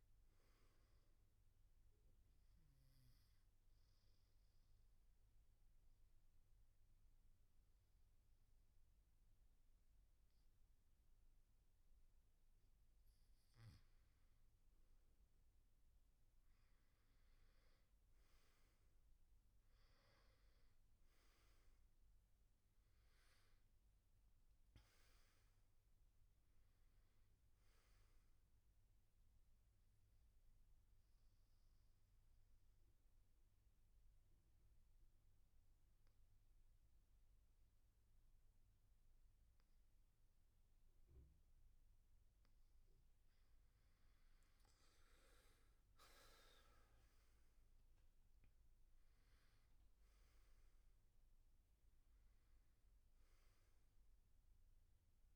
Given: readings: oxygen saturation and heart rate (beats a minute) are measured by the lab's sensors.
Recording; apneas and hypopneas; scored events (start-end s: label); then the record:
breathing in sleep, hard to hear, by a room microphone; 2
0.00-9.00 s: oxygen desaturation (device-marked, oxygen 89% lowest, heart rate 65 extreme)
2.00-13.00 s: obstructive apnea (oxygen 96% before, 89% lowest, heart rate 72 before, 64 extreme, up 4 after)
14.50-18.50 s: arousal
19.00-37.00 s: oxygen desaturation (device-marked, oxygen 97% before, 91% lowest, heart rate 68 before, 63 extreme)
29.00-41.50 s: obstructive apnea (oxygen 97% before, 87% lowest, heart rate 71 before, 63 extreme, up 13 after)
44.00-48.50 s: arousal
49.00-55.36 s: oxygen desaturation (device-marked, oxygen 98% before, 90% lowest, heart rate 68 before, 65 extreme)
From the record:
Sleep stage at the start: N2 (light sleep); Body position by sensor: on the back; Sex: male